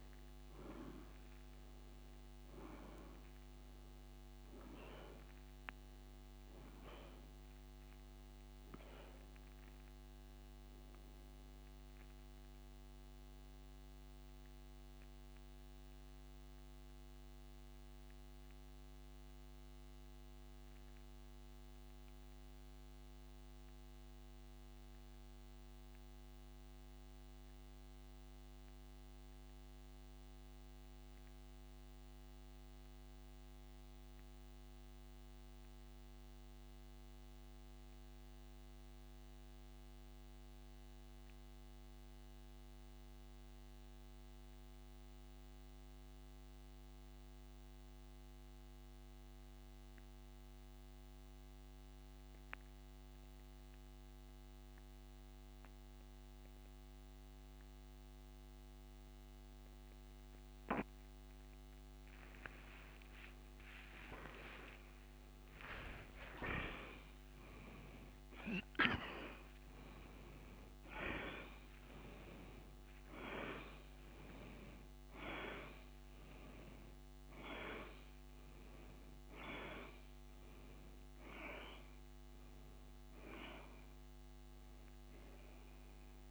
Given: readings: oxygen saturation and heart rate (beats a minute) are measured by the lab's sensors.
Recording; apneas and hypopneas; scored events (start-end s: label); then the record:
breathing in sleep by a microphone on the trachea; 1
8.00-45.00 s: oxygen desaturation (device-marked, oxygen 96% before, 87% lowest, heart rate 80 before, 58 extreme)
14.00-60.00 s: mixed apnea (oxygen 98% before, 85% lowest, heart rate 83 before, 58 extreme, up 27 after)
63.00-66.00 s: arousal
From the record:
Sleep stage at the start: N2 (light sleep); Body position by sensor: on the back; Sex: male